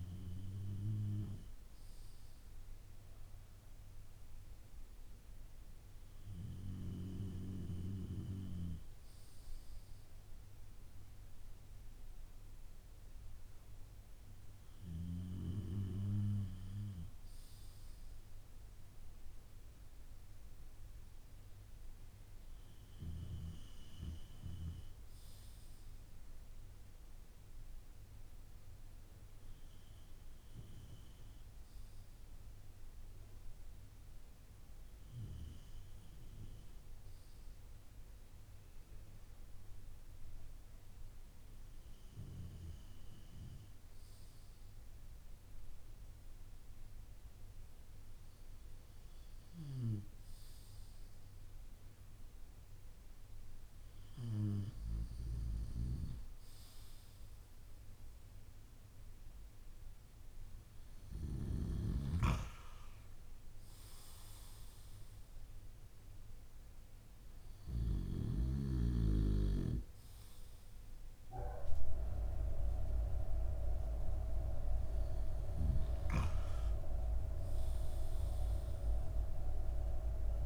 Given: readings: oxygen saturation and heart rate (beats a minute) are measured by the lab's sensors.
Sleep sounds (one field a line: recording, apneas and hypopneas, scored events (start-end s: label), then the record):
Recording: breathing in sleep by a room microphone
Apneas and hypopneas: none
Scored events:
none scored
From the record:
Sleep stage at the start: N2 (light sleep)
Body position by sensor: on the back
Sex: male